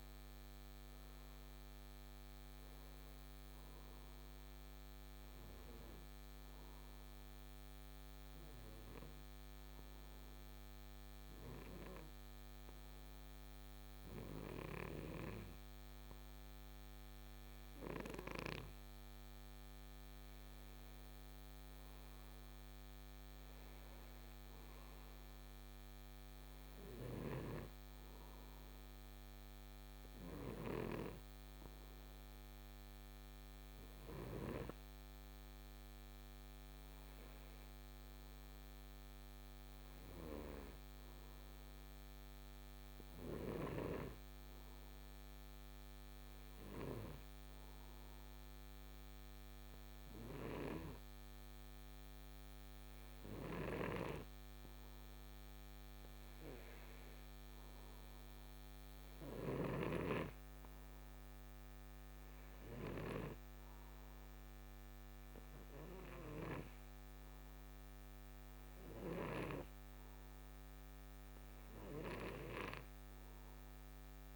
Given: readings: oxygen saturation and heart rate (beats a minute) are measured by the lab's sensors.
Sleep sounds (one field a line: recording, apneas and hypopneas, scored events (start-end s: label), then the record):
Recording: breathing in sleep by a microphone on the trachea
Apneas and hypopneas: 1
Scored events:
0.00-3.00 s: arousal
7.00-20.50 s: hypopnea (oxygen 93% before, 90% lowest, heart rate 67 before, 64 extreme, up 1 after)
21.50-26.50 s: arousal
25.50-37.50 s: oxygen desaturation (device-marked, oxygen 94% before, 90% lowest, heart rate 66 before, 65 extreme)
From the record:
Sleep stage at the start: N2 (light sleep)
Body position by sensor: on the right side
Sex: male